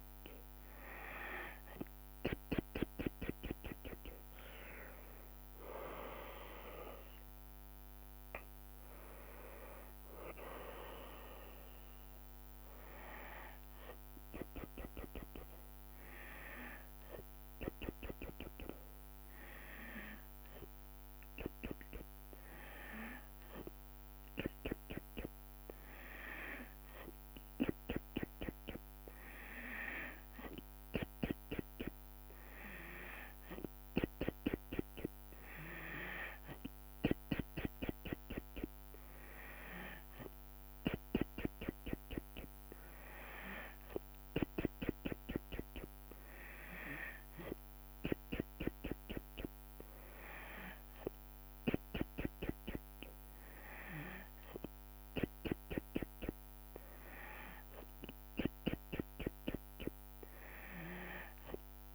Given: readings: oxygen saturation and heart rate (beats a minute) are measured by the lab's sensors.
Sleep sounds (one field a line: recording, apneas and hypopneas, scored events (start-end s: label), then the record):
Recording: breathing in sleep by a microphone on the trachea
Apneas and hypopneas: none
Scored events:
7.00-11.50 s: arousal
From the record:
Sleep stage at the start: N2 (light sleep)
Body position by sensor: on the back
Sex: female